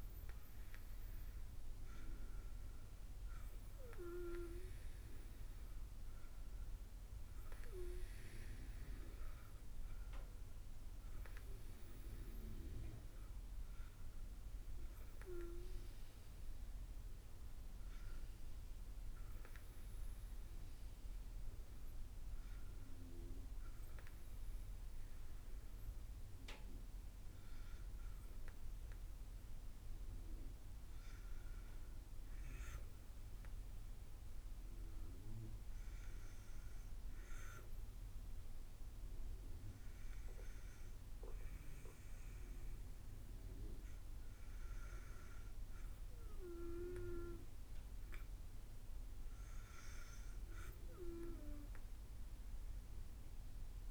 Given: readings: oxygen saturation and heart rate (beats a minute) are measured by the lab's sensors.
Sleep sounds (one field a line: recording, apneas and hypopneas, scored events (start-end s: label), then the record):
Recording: breathing in sleep by a room microphone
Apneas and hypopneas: none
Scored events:
none scored
From the record:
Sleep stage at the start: N2 (light sleep)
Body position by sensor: on the back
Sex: female